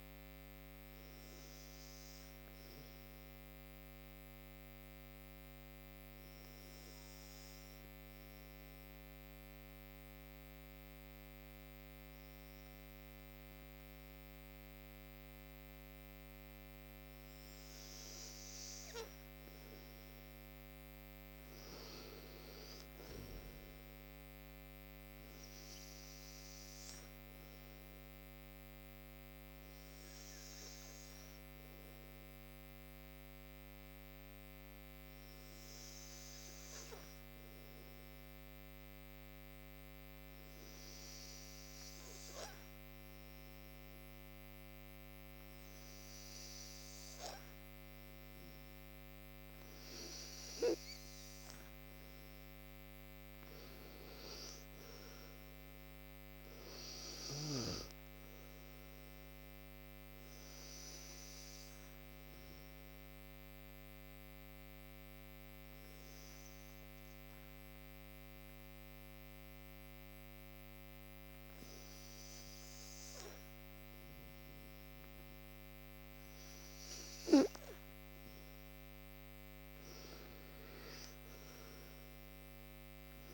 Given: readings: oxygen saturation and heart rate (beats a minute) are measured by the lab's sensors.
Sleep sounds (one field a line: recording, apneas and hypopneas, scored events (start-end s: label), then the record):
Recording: breathing in sleep, hard to hear, by a microphone on the trachea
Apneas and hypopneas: 3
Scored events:
1.00-18.50 s: obstructive apnea (oxygen 97% before, 89% lowest, heart rate 61 before, 53 extreme, up 8 after)
20.50-23.50 s: arousal
27.50-51.50 s: obstructive apnea (oxygen 97% before, 89% lowest, heart rate 59 before, 57 extreme, up 16 after)
33.50-44.50 s: oxygen desaturation (device-marked, oxygen 97% before, 92% lowest, heart rate 60 before, 59 extreme)
50.50-75.50 s: oxygen desaturation (device-marked, oxygen 95% before, 89% lowest, heart rate 61 before, 58 extreme)
53.00-56.00 s: arousal
61.00-78.00 s: obstructive apnea (oxygen 96% before, 89% lowest, heart rate 68 before, 58 extreme, up 11 after)
80.50-83.00 s: arousal
From the record:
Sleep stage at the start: N2 (light sleep)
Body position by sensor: on the right side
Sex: male